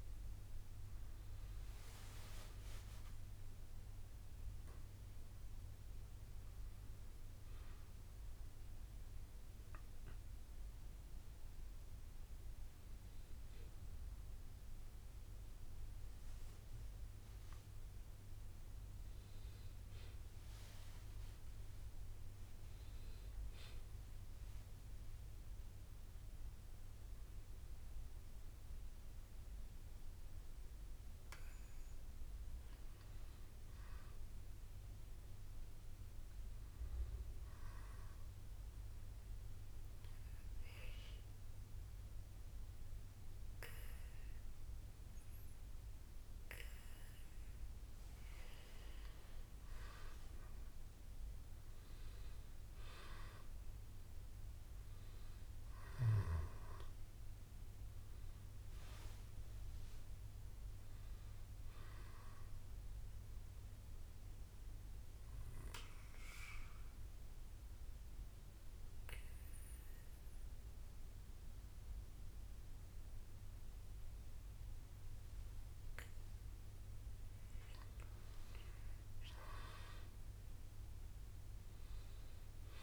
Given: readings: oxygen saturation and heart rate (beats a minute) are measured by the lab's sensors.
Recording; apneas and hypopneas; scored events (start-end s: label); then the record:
a person partly awake in a sleep study, by a room microphone; 2
12.50-18.50 s: bradycardia (device-marked, heart rate 66 before, 58 extreme)
16.50-46.50 s: new sleep stage, N1 (lightest sleep)
21.50-30.50 s: bradycardia (device-marked, heart rate 66 before, 57 extreme)
36.50-47.50 s: bradycardia (device-marked, heart rate 66 before, 54 extreme)
38.00-49.00 s: obstructive apnea (oxygen 96% before, 94% lowest, heart rate 59 before, 54 extreme, up 7 after)
46.50-82.82 s: new sleep stage, N2 (light sleep)
51.00-56.50 s: arousal
51.50-57.50 s: bradycardia (device-marked, heart rate 66 before, 58 extreme)
63.50-74.50 s: bradycardia (device-marked, heart rate 65 before, 56 extreme)
64.50-76.50 s: obstructive apnea (oxygen 95% before, 93% lowest, heart rate 59 before, 56 extreme, up 7 after)
78.00-82.82 s: arousal
From the record:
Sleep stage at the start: awake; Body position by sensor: on the back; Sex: male